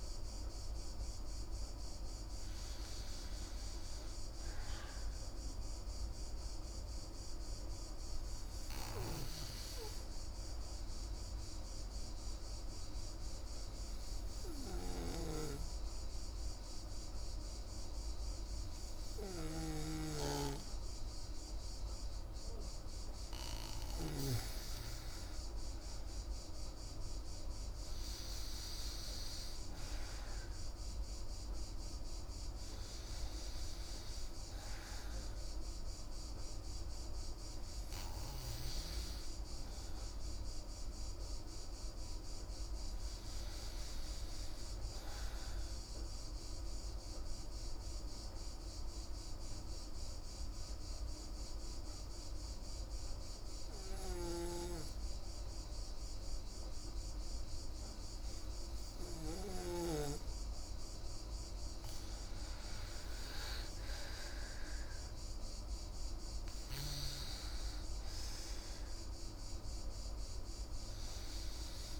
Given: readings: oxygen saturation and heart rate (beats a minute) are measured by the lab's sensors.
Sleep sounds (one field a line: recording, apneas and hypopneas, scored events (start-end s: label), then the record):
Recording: breathing in sleep by a room microphone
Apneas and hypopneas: 2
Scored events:
5.50-20.50 s: hypopnea (oxygen 96% before, 92% lowest, heart rate 154 before, 52 extreme, up 33 after)
15.00-20.00 s: snoring (device-marked)
27.00-31.00 s: arousal
32.00-52.00 s: oxygen desaturation (device-marked, oxygen 97% before, 92% lowest)
46.50-59.00 s: obstructive apnea (oxygen 97% before, 90% lowest)
64.00-67.50 s: arousal
68.00-71.99 s: oxygen desaturation (device-marked, oxygen 97% before, 90% lowest, heart rate 37 before, 109 extreme)
From the record:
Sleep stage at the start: N2 (light sleep)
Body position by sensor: on the back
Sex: female